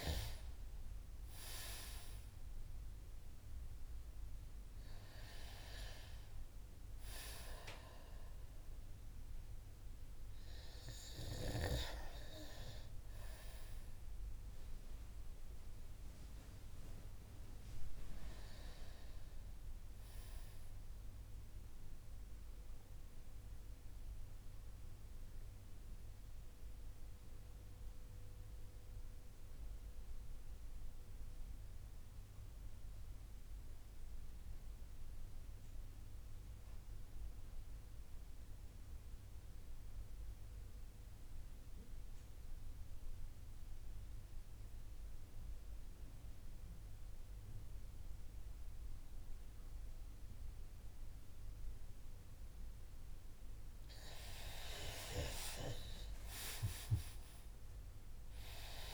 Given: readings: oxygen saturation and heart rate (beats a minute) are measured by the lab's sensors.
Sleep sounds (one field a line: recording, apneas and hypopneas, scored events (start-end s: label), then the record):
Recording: breathing in sleep by a room microphone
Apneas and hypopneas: 1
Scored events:
0.00-1.50 s: arousal
0.00-11.50 s: oxygen desaturation (device-marked, oxygen 93% lowest)
21.50-52.50 s: mixed apnea (oxygen 96% before, 87% lowest)
46.50-58.94 s: oxygen desaturation (device-marked, oxygen 97% before, 92% lowest)
53.50-58.94 s: new sleep stage, awake
From the record:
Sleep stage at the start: N2 (light sleep)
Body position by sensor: on the back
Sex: male